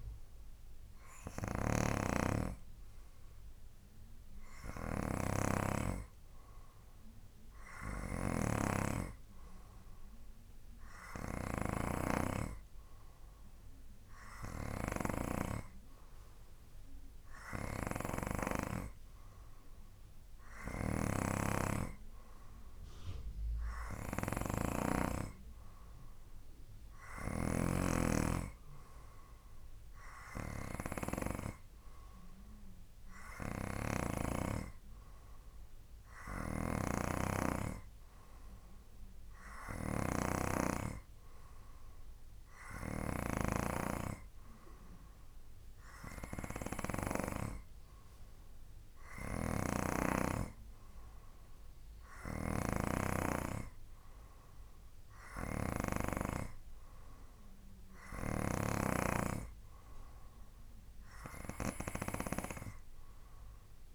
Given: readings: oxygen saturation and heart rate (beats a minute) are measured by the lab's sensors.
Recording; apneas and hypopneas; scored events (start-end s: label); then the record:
breathing in sleep by a room microphone; none
0.00-2.00 s: snoring (device-marked)
8.50-12.50 s: snoring (device-marked)
21.00-28.00 s: snoring (device-marked)
36.50-59.00 s: snoring (device-marked)
From the record:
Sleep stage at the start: N2 (light sleep); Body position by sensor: on the right side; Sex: male